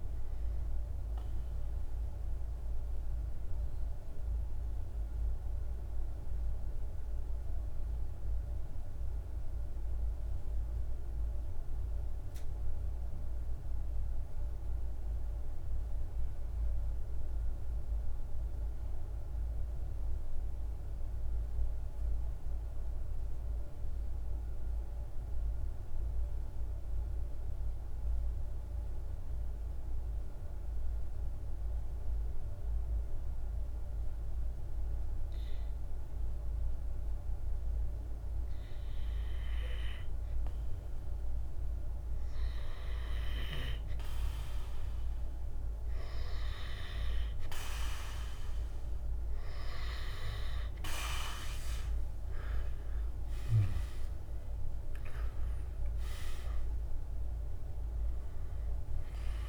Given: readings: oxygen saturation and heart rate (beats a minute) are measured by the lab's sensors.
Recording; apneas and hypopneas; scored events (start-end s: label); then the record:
breathing in sleep by a room microphone; 1
0.00-9.50 s: oxygen desaturation (device-marked, oxygen 86% lowest)
1.00-39.50 s: mixed apnea (oxygen 97% before, 88% lowest)
28.50-59.49 s: oxygen desaturation (device-marked, oxygen 99% before, 88% lowest)
41.50-45.50 s: arousal
From the record:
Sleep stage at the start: N2 (light sleep); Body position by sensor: on the back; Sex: male